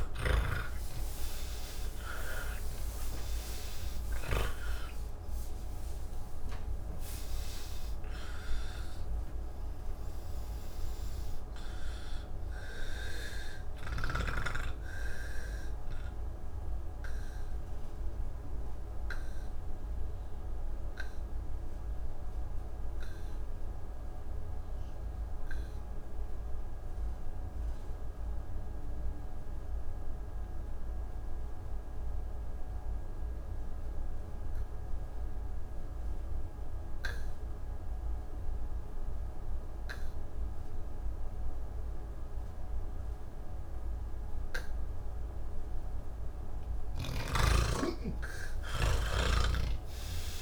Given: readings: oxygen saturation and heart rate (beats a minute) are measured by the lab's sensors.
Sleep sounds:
breathing in sleep by a room microphone; 1
0.00-1.00 s: oxygen desaturation (device-marked, oxygen 91% lowest, heart rate 118 extreme)
9.00-26.00 s: oxygen desaturation (device-marked, oxygen 94% before, 83% lowest, heart rate 153 before, 116 extreme)
17.00-45.50 s: obstructive apnea (oxygen 97% before, 78% lowest, heart rate 140 before, 116 extreme, up 42 after)
36.00-50.42 s: oxygen desaturation (device-marked, oxygen 98% before, 78% lowest, heart rate 157 before, 116 extreme)
47.00-50.42 s: snoring (device-marked)
From the record:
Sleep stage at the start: N1 (lightest sleep); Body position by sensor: on the back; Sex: male

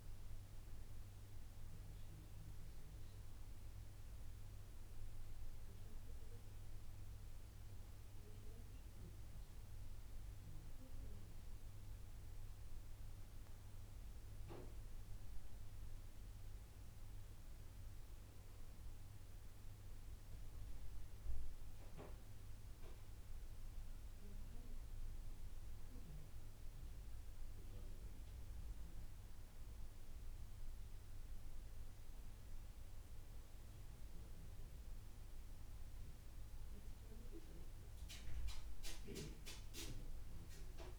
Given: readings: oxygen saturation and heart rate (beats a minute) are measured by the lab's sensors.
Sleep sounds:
breathing in sleep, hard to hear, by a room microphone; none
1.50-40.99 s: new sleep stage, N2 (light sleep)
From the record:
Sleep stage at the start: N1 (lightest sleep); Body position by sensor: on the back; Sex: male

